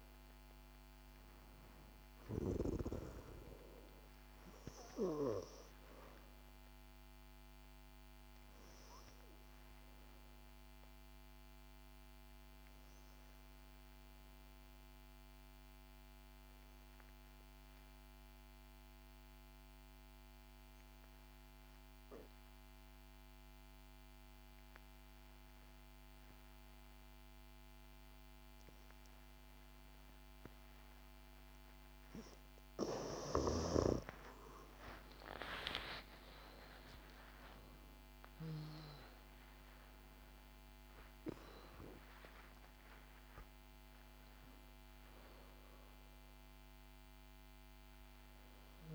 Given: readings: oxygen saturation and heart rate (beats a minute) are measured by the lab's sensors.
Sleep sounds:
breathing in sleep by a microphone on the trachea; 1
14.50-32.50 s: obstructive apnea (oxygen 96% before, 90% lowest, heart rate 67 before, 52 extreme, up 13 after)
18.00-29.00 s: oxygen desaturation (device-marked, oxygen 94% before, 90% lowest, heart rate 64 before, 57 extreme)
35.00-40.50 s: arousal
43.00-48.95 s: oxygen desaturation (device-marked, oxygen 97% before, 90% lowest, heart rate 63 before, 58 extreme)
From the record:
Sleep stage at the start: N2 (light sleep); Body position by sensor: on the back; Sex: female

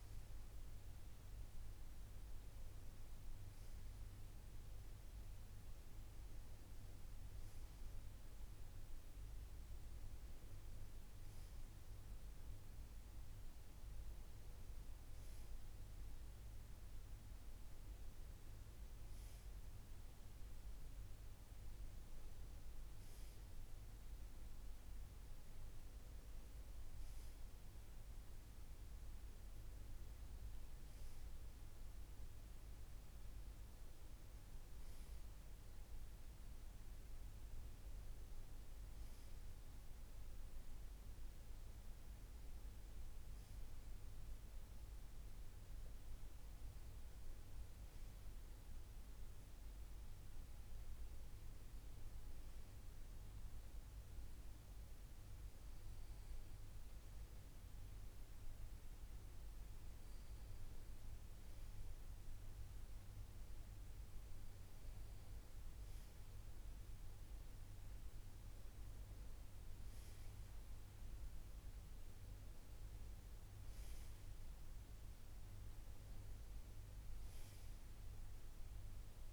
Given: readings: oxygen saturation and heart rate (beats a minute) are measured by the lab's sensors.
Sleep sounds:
breathing in sleep, hard to hear, by a room microphone; none
none scored
From the record:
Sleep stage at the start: N2 (light sleep); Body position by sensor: on the right side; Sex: male

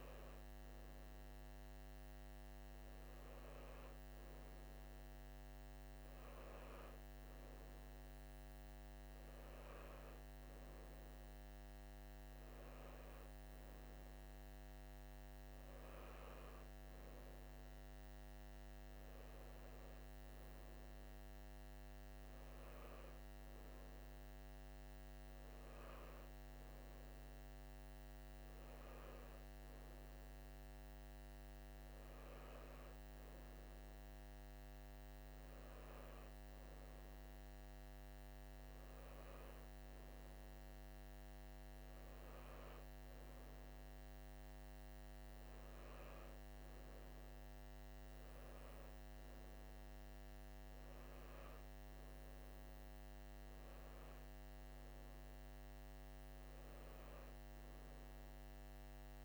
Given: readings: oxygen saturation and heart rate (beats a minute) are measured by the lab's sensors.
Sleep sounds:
breathing in sleep, hard to hear, by a microphone on the trachea; none
none scored
From the record:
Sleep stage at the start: N3 (deep sleep); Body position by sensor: on the right side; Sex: male

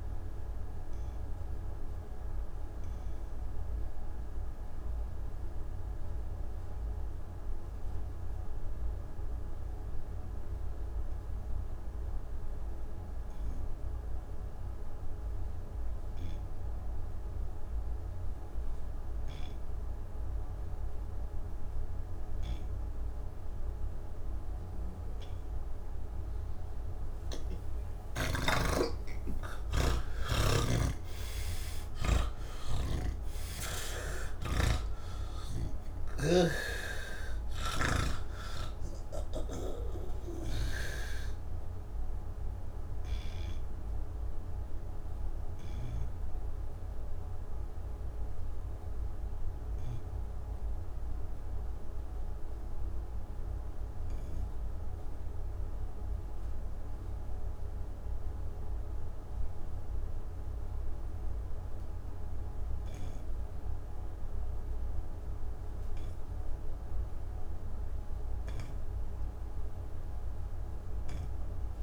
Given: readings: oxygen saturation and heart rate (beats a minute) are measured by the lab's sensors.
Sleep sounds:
breathing in sleep by a room microphone; none
0.00-12.00 s: oxygen desaturation (device-marked, oxygen 83% lowest, heart rate 72 extreme)
24.00-57.00 s: oxygen desaturation (device-marked, oxygen 98% before, 82% lowest, heart rate 74 before, 71 extreme)
30.00-40.50 s: snoring (device-marked)
64.00-71.83 s: oxygen desaturation (device-marked, oxygen 99% before, 92% lowest, heart rate 73 before, 69 extreme)
From the record:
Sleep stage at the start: N1 (lightest sleep); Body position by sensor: on the back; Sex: male

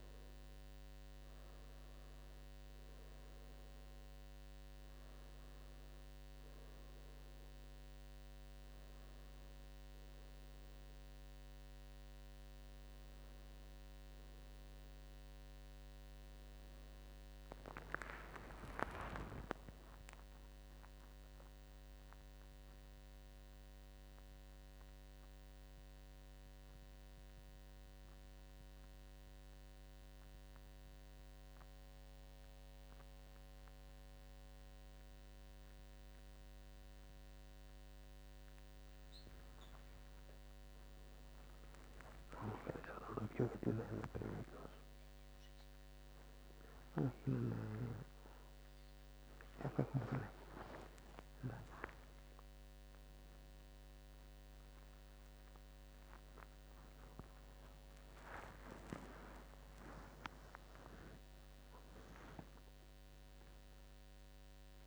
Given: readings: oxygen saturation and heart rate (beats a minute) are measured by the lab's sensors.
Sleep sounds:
a person awake in a sleep study, by a microphone on the trachea; none
0.00-14.50 s: oxygen desaturation (device-marked, oxygen 93% lowest, heart rate 85 extreme)
5.50-64.87 s: new sleep stage, awake
From the record:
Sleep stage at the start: N2 (light sleep); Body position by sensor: on the right side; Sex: male

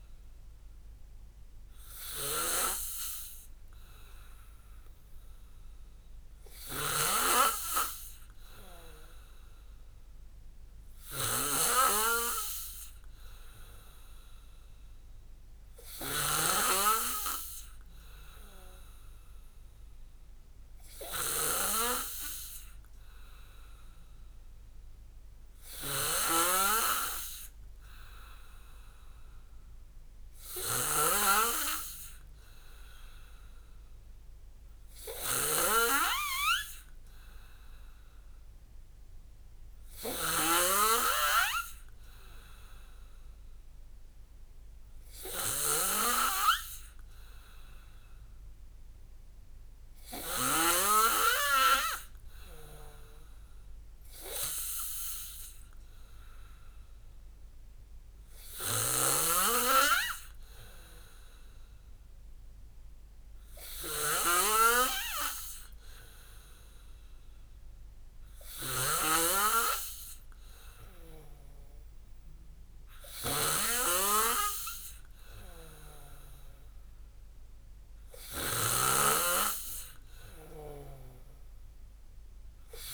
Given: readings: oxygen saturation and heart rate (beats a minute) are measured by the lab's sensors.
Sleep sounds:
breathing in sleep by a room microphone; none
2.00-51.00 s: snoring (device-marked)
59.00-82.94 s: snoring (device-marked)
From the record:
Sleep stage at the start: N2 (light sleep); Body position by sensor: on the back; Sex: male

